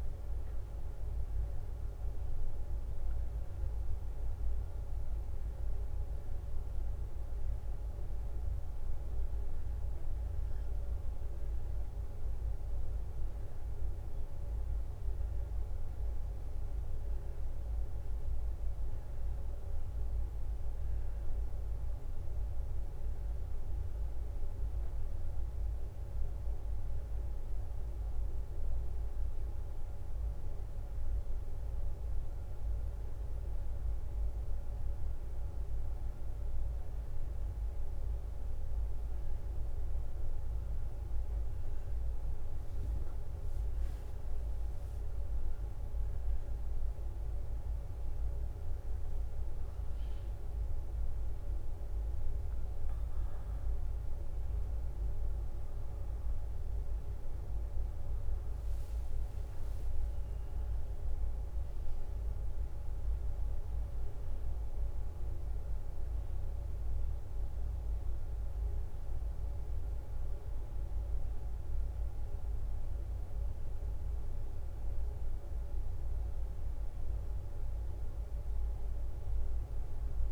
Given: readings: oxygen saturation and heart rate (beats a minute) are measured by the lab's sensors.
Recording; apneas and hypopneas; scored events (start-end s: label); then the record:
a person awake in a sleep study, hard to hear, by a room microphone; none
0.00-7.00 s: leg movement (device-marked)
9.00-16.50 s: leg movement (device-marked)
18.00-24.50 s: leg movement (device-marked)
27.50-35.00 s: leg movement (device-marked)
38.00-46.50 s: leg movement (device-marked)
78.50-80.31 s: leg movement (device-marked)
From the record:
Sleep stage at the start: awake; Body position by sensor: on the back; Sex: female